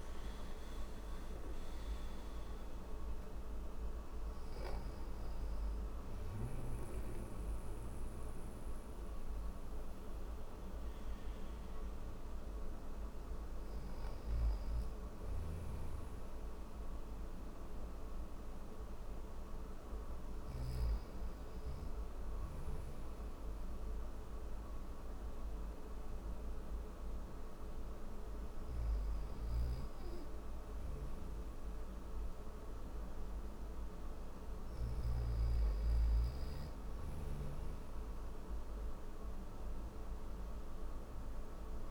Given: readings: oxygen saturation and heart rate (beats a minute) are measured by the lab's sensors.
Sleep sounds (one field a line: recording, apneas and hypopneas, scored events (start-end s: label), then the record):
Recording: breathing in sleep, hard to hear, by a room microphone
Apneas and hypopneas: none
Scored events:
27.50-34.00 s: snoring (device-marked)
36.00-41.91 s: snoring (device-marked)
From the record:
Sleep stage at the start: N3 (deep sleep)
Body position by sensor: on the back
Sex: male